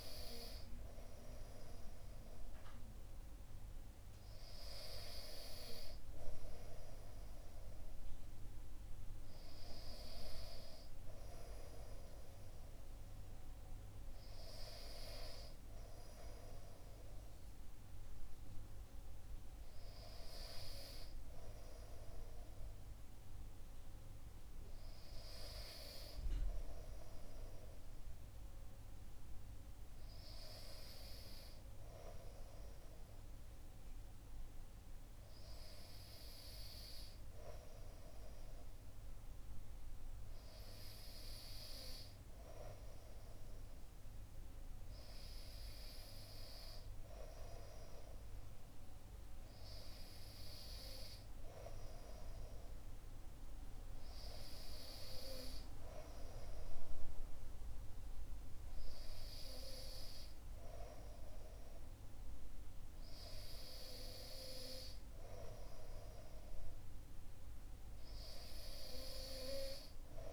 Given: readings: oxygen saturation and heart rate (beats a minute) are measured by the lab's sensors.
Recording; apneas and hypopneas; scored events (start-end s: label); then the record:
breathing in sleep by a room microphone; none
none scored
From the record:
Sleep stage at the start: N2 (light sleep); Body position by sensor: on the back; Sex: male